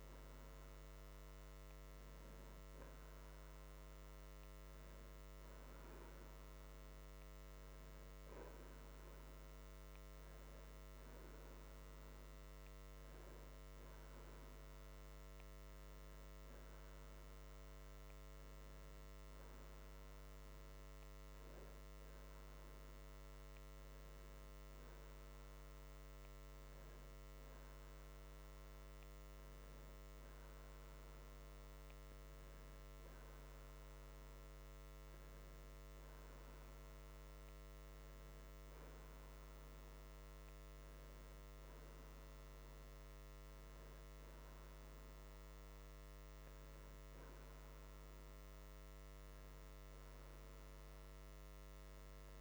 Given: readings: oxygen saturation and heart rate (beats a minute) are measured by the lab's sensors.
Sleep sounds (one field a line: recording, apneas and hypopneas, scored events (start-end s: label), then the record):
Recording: breathing in sleep, hard to hear, by a microphone on the trachea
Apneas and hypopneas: none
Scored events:
none scored
From the record:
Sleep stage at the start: N2 (light sleep)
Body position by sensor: on the right side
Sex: male